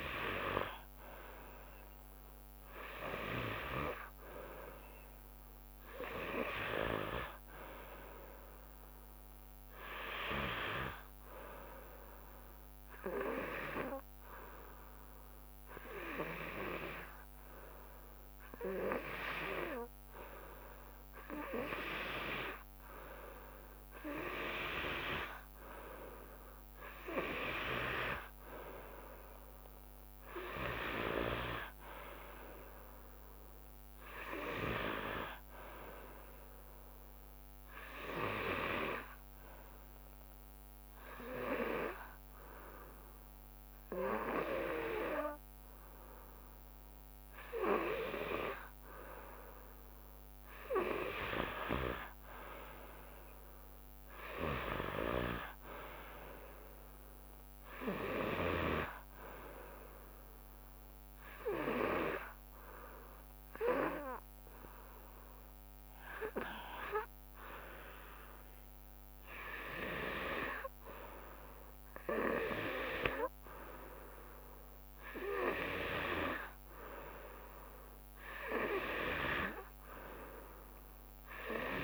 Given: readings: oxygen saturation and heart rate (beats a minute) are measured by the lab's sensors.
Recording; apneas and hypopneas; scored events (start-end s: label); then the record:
breathing in sleep by a microphone on the trachea; 2
12.50-23.50 s: hypopnea (oxygen 95% before, 92% lowest, heart rate 73 before, 69 extreme, up 3 after)
26.00-29.50 s: arousal
38.50-50.50 s: hypopnea (oxygen 96% before, 92% lowest, heart rate 71 before, 68 extreme, up 4 after)
51.00-63.00 s: drop in pulse transit time (device-marked, heart rate 71 before, 69 extreme)
53.00-56.50 s: arousal
57.00-71.00 s: oxygen desaturation (device-marked, oxygen 96% before, 92% lowest, heart rate 73 before, 68 extreme)
From the record:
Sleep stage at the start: N2 (light sleep); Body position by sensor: on the back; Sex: female